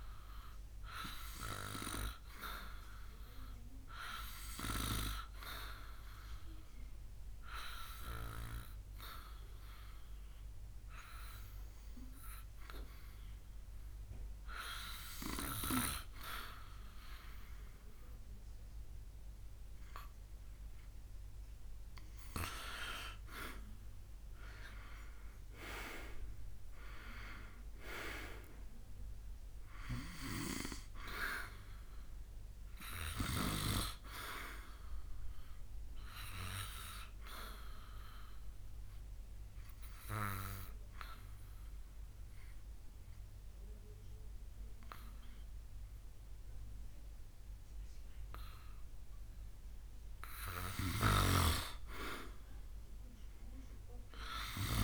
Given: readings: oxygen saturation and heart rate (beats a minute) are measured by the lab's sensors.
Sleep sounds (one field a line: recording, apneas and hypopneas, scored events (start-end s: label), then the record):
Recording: breathing in sleep by a room microphone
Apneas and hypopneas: 2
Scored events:
1.00-21.00 s: obstructive apnea (oxygen 95% before, 90% lowest, heart rate 71 before, 64 extreme, up 9 after)
24.00-28.00 s: arousal
35.00-48.50 s: obstructive apnea (oxygen 93% before, 90% lowest, heart rate 73 before, 69 extreme, up 4 after)
50.50-54.84 s: snoring (device-marked)
51.00-54.84 s: arousal
From the record:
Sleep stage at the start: N2 (light sleep)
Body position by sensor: on the back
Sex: male